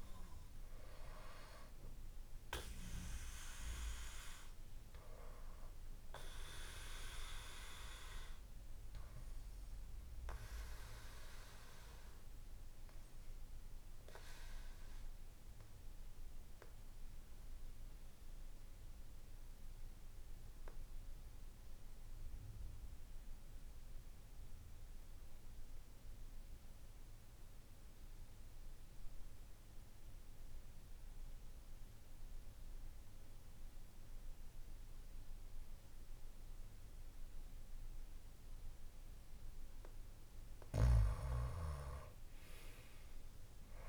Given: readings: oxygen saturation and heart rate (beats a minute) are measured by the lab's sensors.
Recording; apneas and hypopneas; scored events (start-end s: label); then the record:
breathing in sleep by a room microphone; 1
0.00-23.00 s: oxygen desaturation (device-marked, oxygen 87% lowest, heart rate 54 extreme)
8.50-38.00 s: obstructive apnea (oxygen 97% before, 87% lowest, heart rate 60 before, 54 extreme, up 5 after)
41.00-43.88 s: arousal
From the record:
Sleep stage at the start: N2 (light sleep); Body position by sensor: on the back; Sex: male